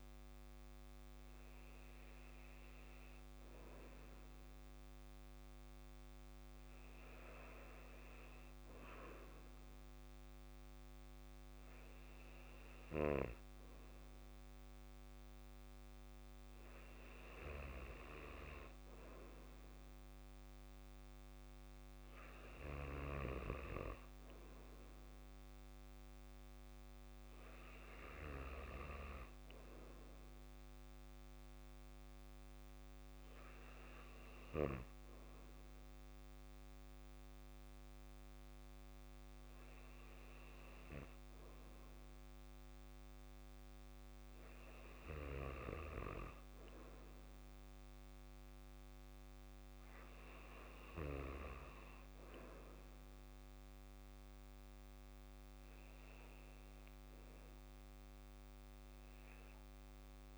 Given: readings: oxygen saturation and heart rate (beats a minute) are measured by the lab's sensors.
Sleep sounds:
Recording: breathing in sleep by a microphone on the trachea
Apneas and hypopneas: none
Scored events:
none scored
From the record:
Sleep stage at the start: N2 (light sleep)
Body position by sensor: on the back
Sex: male

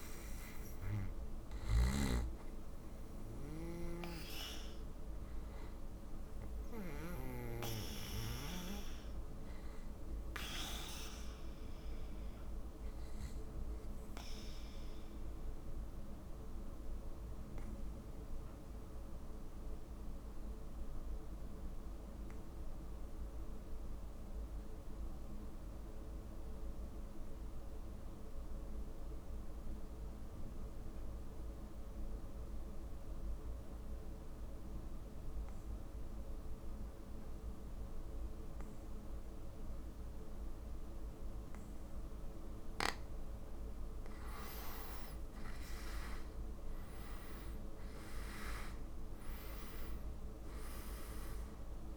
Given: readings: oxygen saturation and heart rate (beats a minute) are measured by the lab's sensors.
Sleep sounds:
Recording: breathing in sleep by a room microphone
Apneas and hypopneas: 1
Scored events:
0.00-25.50 s: oxygen desaturation (device-marked, oxygen 87% lowest)
13.00-42.50 s: obstructive apnea (oxygen 95% before, 86% lowest)
40.50-51.97 s: oxygen desaturation (device-marked, oxygen 97% before, 86% lowest)
45.00-49.00 s: arousal
From the record:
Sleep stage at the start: N2 (light sleep)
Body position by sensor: on the back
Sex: male

